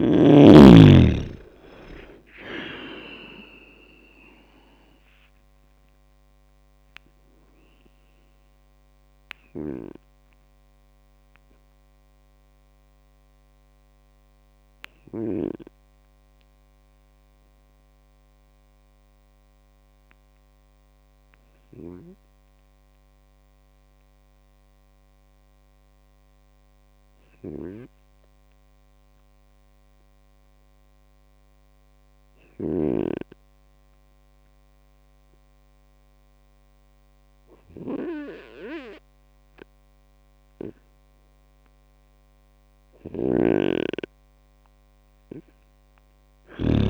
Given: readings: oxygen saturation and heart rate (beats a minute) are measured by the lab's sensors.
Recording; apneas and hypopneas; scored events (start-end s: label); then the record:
breathing in sleep by a microphone on the trachea; 1
0.00-1.00 s: arousal
6.00-42.50 s: obstructive apnea (oxygen 99% before, 97% lowest, heart rate 84 before, 56 extreme, up 17 after)
42.50-46.90 s: snoring (device-marked)
45.50-46.90 s: arousal
From the record:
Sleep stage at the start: N2 (light sleep); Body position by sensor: on the right side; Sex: male